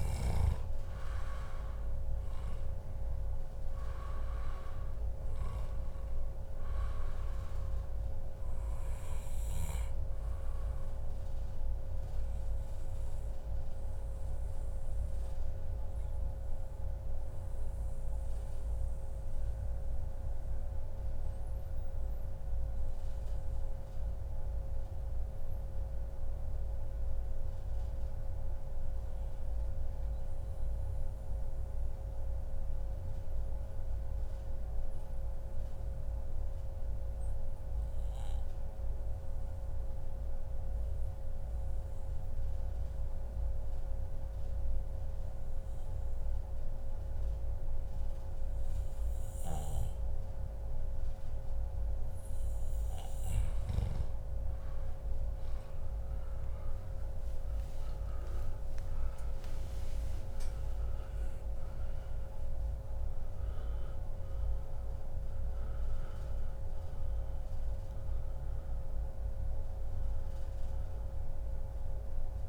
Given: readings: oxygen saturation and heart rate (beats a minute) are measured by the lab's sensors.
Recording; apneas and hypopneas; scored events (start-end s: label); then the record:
breathing in sleep, hard to hear, by a room microphone; 1
0.00-16.50 s: oxygen desaturation (device-marked, oxygen 90% lowest, heart rate 98 extreme)
9.00-52.00 s: obstructive apnea (oxygen 98% before, 90% lowest, heart rate 141 before, 96 extreme, up 36 after)
15.00-17.00 s: long interval between heartbeats (device-marked, heart rate 142 before, 124 extreme)
32.50-34.50 s: long interval between heartbeats (device-marked, heart rate 114 before, 116 extreme)
40.00-42.00 s: long interval between heartbeats (device-marked, heart rate 110 before, 115 extreme)
42.50-44.50 s: long interval between heartbeats (device-marked, heart rate 112 before, 106 extreme)
50.00-52.00 s: long interval between heartbeats (device-marked, heart rate 109 before, 99 extreme)
52.50-65.50 s: oxygen desaturation (device-marked, oxygen 97% before, 93% lowest, heart rate 107 before, 132 extreme)
55.50-60.00 s: arousal
From the record:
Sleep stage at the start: REM sleep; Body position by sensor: on the back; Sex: male